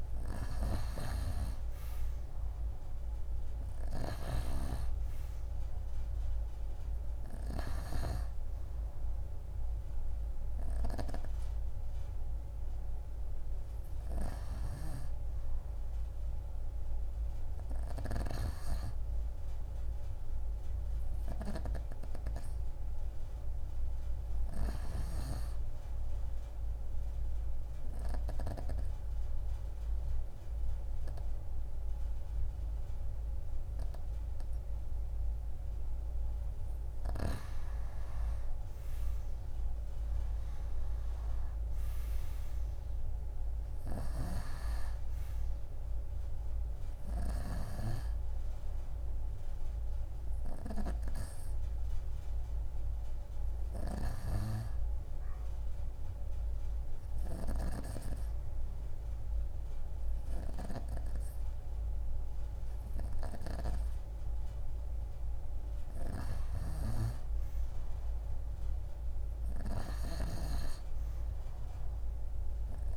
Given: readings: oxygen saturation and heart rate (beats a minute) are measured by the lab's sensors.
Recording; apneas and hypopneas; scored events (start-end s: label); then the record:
breathing in sleep by a room microphone; 2
0.00-2.00 s: arousal
5.00-20.00 s: oxygen desaturation (device-marked, oxygen 94% before, 87% lowest)
26.00-37.00 s: obstructive apnea (oxygen 95% before, 86% lowest)
39.50-43.50 s: arousal
45.00-65.00 s: oxygen desaturation (device-marked, oxygen 92% before, 86% lowest)
55.50-66.00 s: obstructive apnea (oxygen 95% before, 86% lowest)
68.50-72.50 s: arousal
From the record:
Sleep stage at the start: N2 (light sleep); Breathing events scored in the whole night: 282 in 4.2 hours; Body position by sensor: on the right side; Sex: female